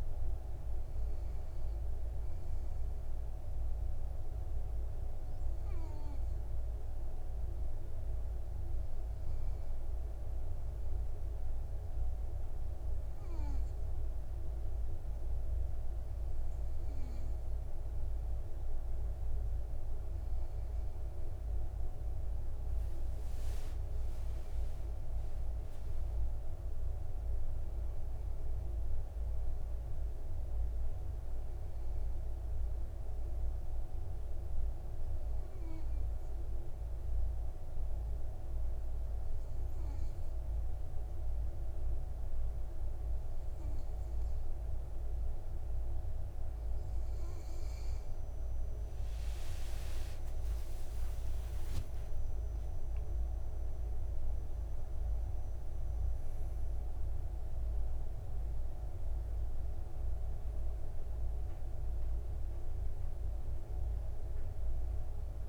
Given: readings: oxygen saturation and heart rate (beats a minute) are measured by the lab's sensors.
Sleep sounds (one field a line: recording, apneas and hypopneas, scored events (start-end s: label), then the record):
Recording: breathing in sleep, hard to hear, by a room microphone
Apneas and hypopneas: 2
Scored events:
0.00-15.50 s: oxygen desaturation (device-marked, oxygen 92% lowest, heart rate 54 extreme)
12.00-22.50 s: obstructive apnea (oxygen 96% before, 92% lowest, heart rate 60 before, 58 extreme, up 13 after)
23.50-28.00 s: arousal
34.50-48.00 s: obstructive apnea (oxygen 98% before, 92% lowest, heart rate 64 before, 58 extreme, up 27 after)
49.50-53.00 s: arousal
50.50-52.50 s: long interval between heartbeats (device-marked, heart rate 62 before, 75 extreme)
51.50-65.49 s: oxygen desaturation (device-marked, oxygen 97% before, 92% lowest, heart rate 62 before, 53 extreme)
From the record:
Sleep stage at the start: N2 (light sleep)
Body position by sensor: on the back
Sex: male